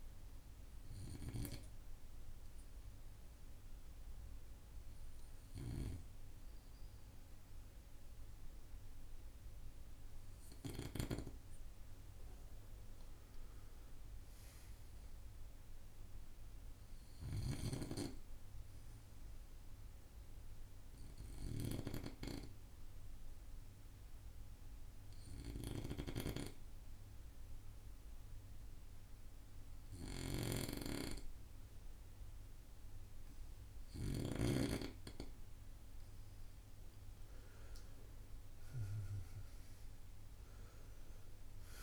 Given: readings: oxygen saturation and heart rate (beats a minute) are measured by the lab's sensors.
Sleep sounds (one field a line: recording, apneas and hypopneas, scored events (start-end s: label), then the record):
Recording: breathing in sleep by a room microphone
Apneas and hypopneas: 1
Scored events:
0.00-1.50 s: oxygen desaturation (device-marked, oxygen 92% lowest, heart rate 54 extreme)
19.50-36.00 s: obstructive apnea (oxygen 98% before, 93% lowest, heart rate 58 before, 54 extreme, up 7 after)
31.50-41.83 s: oxygen desaturation (device-marked, oxygen 96% before, 93% lowest, heart rate 58 before, 51 extreme)
37.50-41.00 s: arousal
From the record:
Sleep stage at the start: N2 (light sleep)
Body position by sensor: on the right side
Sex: male